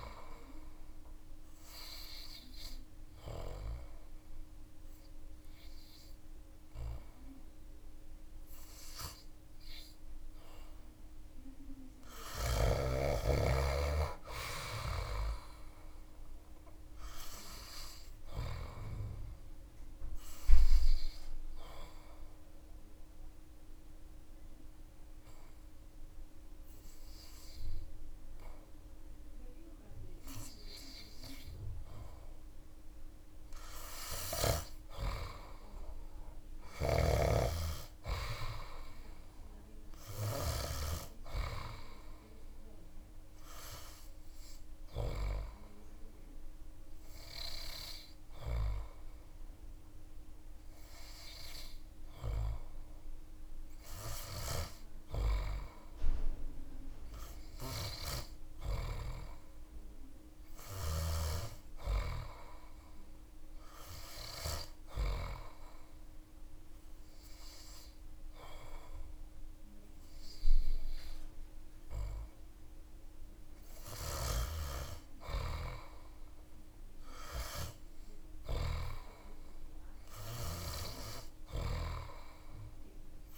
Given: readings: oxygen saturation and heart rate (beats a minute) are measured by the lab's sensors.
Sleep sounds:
breathing in sleep by a room microphone; 3
0.50-12.00 s: obstructive apnea (oxygen 98% before, 95% lowest)
14.00-16.50 s: arousal
21.00-33.00 s: obstructive apnea (oxygen 98% before, 95% lowest)
36.00-40.00 s: arousal
45.50-56.00 s: hypopnea (oxygen 98% before, 96% lowest)
58.00-61.50 s: arousal
From the record:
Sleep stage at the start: N3 (deep sleep); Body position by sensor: on the back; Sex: male

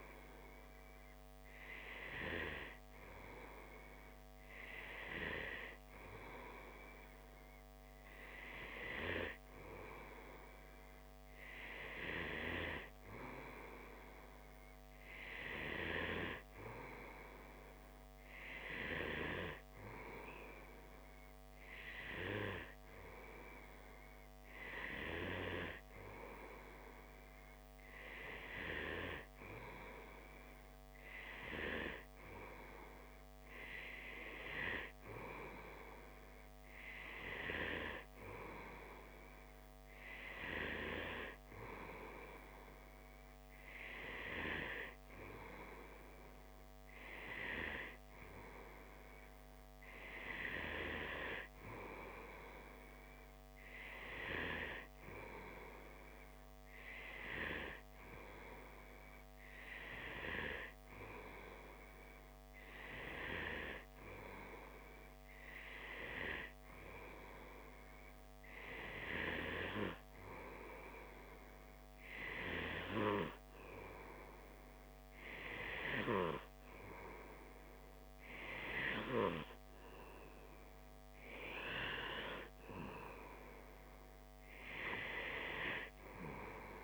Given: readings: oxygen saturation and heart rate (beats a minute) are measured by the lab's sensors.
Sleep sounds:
breathing in sleep by a microphone on the trachea; none
none scored
From the record:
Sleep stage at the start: N2 (light sleep); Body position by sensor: on the back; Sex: male

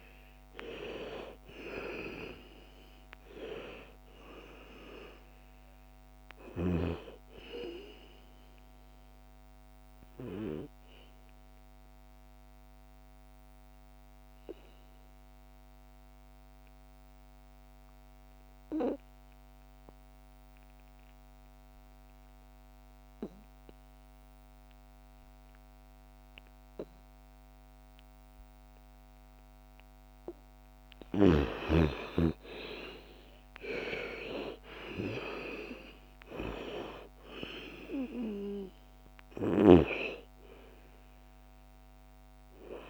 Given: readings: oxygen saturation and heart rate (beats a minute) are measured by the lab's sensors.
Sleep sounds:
breathing in sleep by a microphone on the trachea; 1
0.00-17.00 s: oxygen desaturation (device-marked, oxygen 84% lowest, heart rate 56 extreme)
8.50-29.00 s: obstructive apnea (oxygen 97% before, 84% lowest, heart rate 62 before, 56 extreme, up 12 after)
31.00-35.00 s: arousal
31.00-42.89 s: oxygen desaturation (device-marked, oxygen 99% before, 85% lowest, heart rate 58 before, 56 extreme)
From the record:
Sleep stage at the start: N2 (light sleep); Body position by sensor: on the back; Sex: female

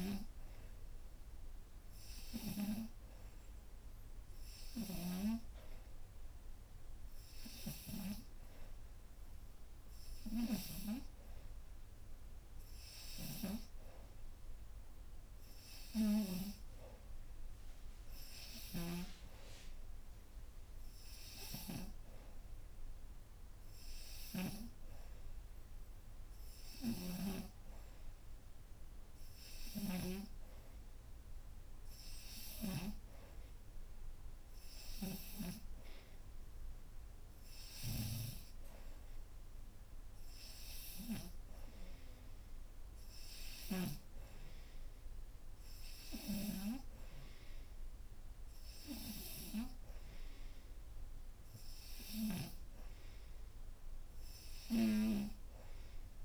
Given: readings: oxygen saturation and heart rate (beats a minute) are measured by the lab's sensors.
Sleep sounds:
breathing in sleep by a room microphone; none
26.50-30.00 s: snoring (device-marked)
From the record:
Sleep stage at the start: N3 (deep sleep); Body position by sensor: upright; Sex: female

